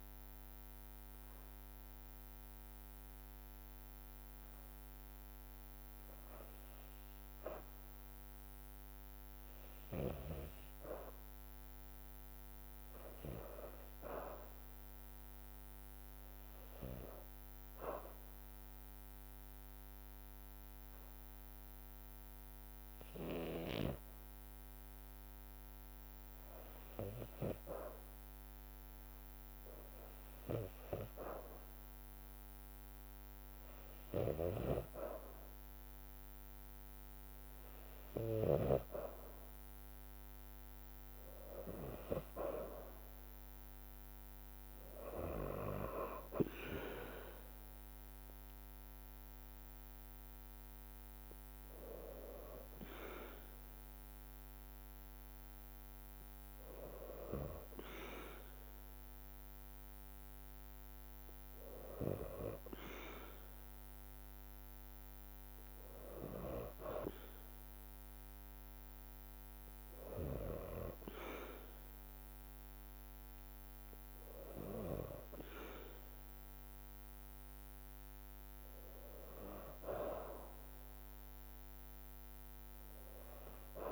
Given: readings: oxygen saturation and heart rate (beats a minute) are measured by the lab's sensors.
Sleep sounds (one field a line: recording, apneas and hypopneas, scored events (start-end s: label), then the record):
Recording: breathing in sleep by a microphone on the trachea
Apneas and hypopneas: 1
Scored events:
5.00-41.00 s: oxygen desaturation (device-marked, oxygen 97% before, 85% lowest, heart rate 54 before, 55 extreme)
6.50-10.00 s: arousal
16.50-27.00 s: hypopnea (oxygen 97% before, 85% lowest, heart rate 55 before, 57 extreme, up 2 after)
21.00-33.00 s: drop in pulse transit time (device-marked, heart rate 55 before, 56 extreme)
34.00-38.50 s: snoring (device-marked)
43.00-52.00 s: oxygen desaturation (device-marked, oxygen 90% before, 86% lowest, heart rate 58 before, 56 extreme)
43.50-47.50 s: arousal
49.00-62.00 s: drop in pulse transit time (device-marked, heart rate 60 before, 57 extreme)
From the record:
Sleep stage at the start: N2 (light sleep)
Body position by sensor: on the back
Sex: female